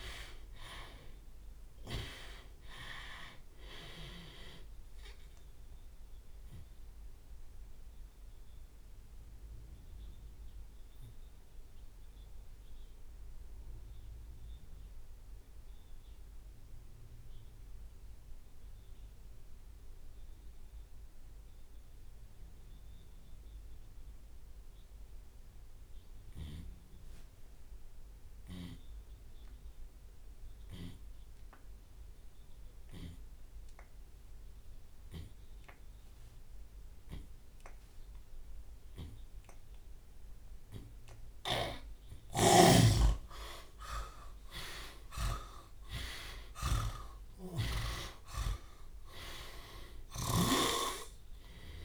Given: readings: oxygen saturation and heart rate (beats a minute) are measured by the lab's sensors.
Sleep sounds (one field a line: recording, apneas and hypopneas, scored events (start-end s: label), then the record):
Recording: breathing in sleep by a room microphone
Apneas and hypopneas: 1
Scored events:
0.00-3.50 s: drop in pulse transit time (device-marked)
5.00-7.00 s: long interval between heartbeats (device-marked)
7.00-40.50 s: obstructive apnea (oxygen 97% before, 73% lowest)
9.00-11.00 s: long interval between heartbeats (device-marked, heart rate 49 before, 39 extreme)
11.00-13.00 s: long interval between heartbeats (device-marked, heart rate 45 before, 29 extreme)
14.50-27.50 s: drop in pulse transit time (device-marked)
21.50-44.50 s: oxygen desaturation (device-marked, oxygen 96% before, 73% lowest)
30.00-32.00 s: long interval between heartbeats (device-marked)
34.00-36.00 s: long interval between heartbeats (device-marked, heart rate 30 before, 72 extreme)
36.50-38.50 s: long interval between heartbeats (device-marked, heart rate 36 before, 64 extreme)
39.50-41.50 s: long interval between heartbeats (device-marked, heart rate 42 before, 65 extreme)
41.50-43.50 s: long interval between heartbeats (device-marked, heart rate 48 before, 77 extreme)
41.50-48.00 s: snoring (device-marked)
43.00-48.50 s: arousal
45.00-47.00 s: long interval between heartbeats (device-marked, heart rate 57 before, 53 extreme)
46.50-51.85 s: drop in pulse transit time (device-marked)
From the record:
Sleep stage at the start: N2 (light sleep)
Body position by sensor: on the left side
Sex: male